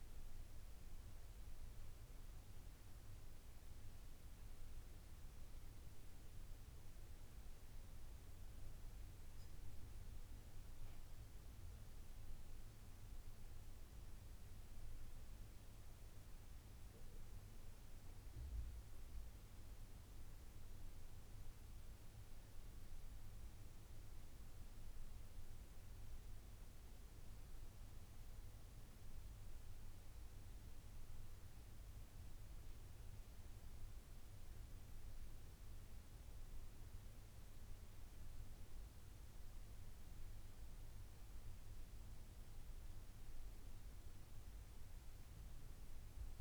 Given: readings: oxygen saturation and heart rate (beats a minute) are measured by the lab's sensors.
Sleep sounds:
breathing in sleep, hard to hear, by a room microphone; none
11.00-46.41 s: new sleep stage, N2 (light sleep)
43.00-46.41 s: oxygen desaturation (device-marked, oxygen 96% before, 91% lowest, heart rate 82 before, 76 extreme)
From the record:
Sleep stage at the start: N1 (lightest sleep); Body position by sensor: on the back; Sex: male

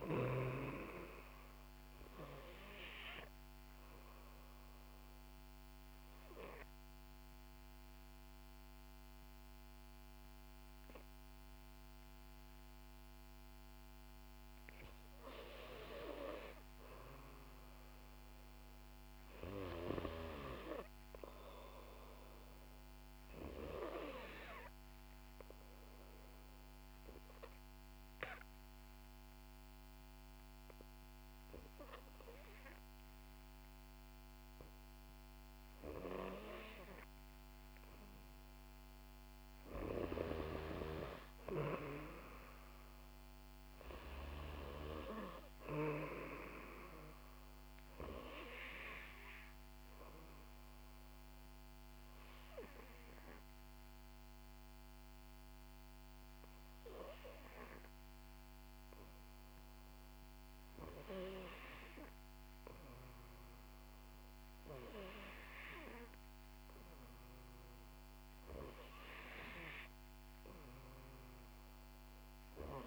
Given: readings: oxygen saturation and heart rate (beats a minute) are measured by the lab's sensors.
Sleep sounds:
breathing in sleep by a microphone on the trachea; 3
0.50-14.50 s: oxygen desaturation (device-marked, oxygen 92% before, 89% lowest, heart rate 64 before, 59 extreme)
3.50-14.50 s: obstructive apnea (oxygen 92% before, 89% lowest, heart rate 64 before, 59 extreme, up 3 after)
16.50-20.50 s: arousal
26.00-38.50 s: obstructive apnea (oxygen 94% before, 90% lowest, heart rate 63 before, 59 extreme, up 3 after)
39.50-42.50 s: arousal
46.50-62.50 s: oxygen desaturation (device-marked, oxygen 94% before, 90% lowest, heart rate 62 before, 60 extreme)
48.50-60.50 s: obstructive apnea (oxygen 94% before, 90% lowest, heart rate 61 before, 60 extreme, up 3 after)
63.00-67.00 s: arousal
From the record:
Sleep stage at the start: N2 (light sleep); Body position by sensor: on the back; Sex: female

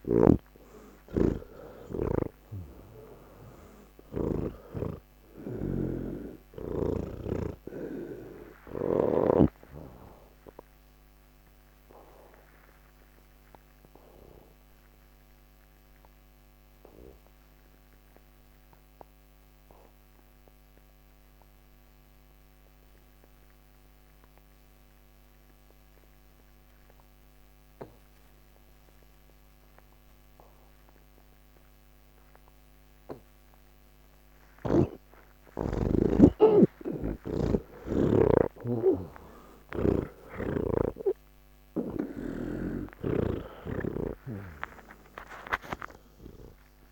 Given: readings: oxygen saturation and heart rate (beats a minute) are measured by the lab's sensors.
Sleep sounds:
breathing in sleep by a microphone on the trachea; 1
0.00-4.50 s: snoring (device-marked)
0.00-27.50 s: oxygen desaturation (device-marked, oxygen 78% lowest, heart rate 98 extreme)
12.50-33.00 s: obstructive apnea (oxygen 98% before, 78% lowest, heart rate 172 before, 88 extreme, up 15 after)
33.50-46.92 s: oxygen desaturation (device-marked, oxygen 98% before, 81% lowest, heart rate 165 before, 28 extreme)
37.00-43.50 s: snoring (device-marked)
From the record:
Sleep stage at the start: N2 (light sleep); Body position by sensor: on the back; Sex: male

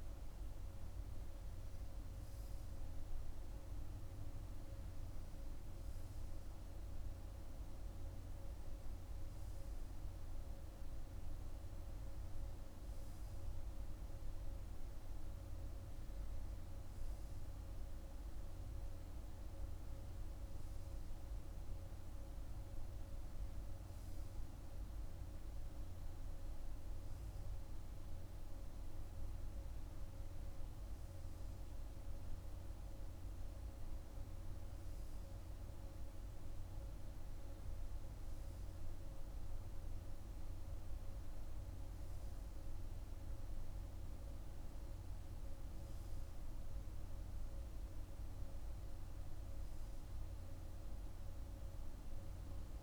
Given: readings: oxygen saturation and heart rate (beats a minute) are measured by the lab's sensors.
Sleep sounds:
breathing in sleep, hard to hear, by a room microphone; none
none scored
From the record:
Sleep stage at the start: N2 (light sleep); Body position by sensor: on the right side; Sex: male

